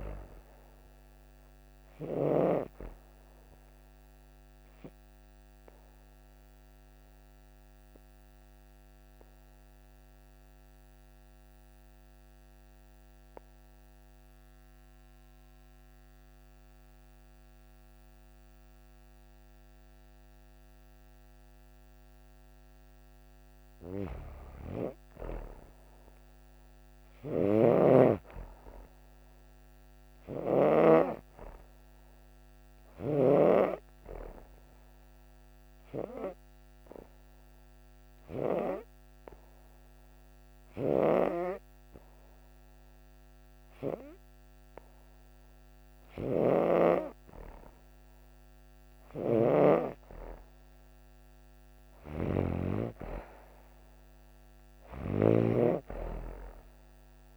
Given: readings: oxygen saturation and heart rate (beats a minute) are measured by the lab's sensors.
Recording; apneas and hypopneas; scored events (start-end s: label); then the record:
breathing in sleep by a microphone on the trachea; 2
6.00-23.50 s: obstructive apnea (oxygen 96% before, 91% lowest)
17.00-28.00 s: oxygen desaturation (device-marked, oxygen 95% before, 91% lowest)
25.50-28.00 s: arousal
27.00-30.50 s: snoring (device-marked)
34.50-48.50 s: obstructive apnea (oxygen 98% before, 92% lowest)
36.00-51.00 s: oxygen desaturation (device-marked, oxygen 98% before, 92% lowest)
46.00-49.50 s: snoring (device-marked)
51.50-55.50 s: arousal
51.50-57.37 s: snoring (device-marked)
From the record:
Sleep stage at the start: N2 (light sleep); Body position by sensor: on the back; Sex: female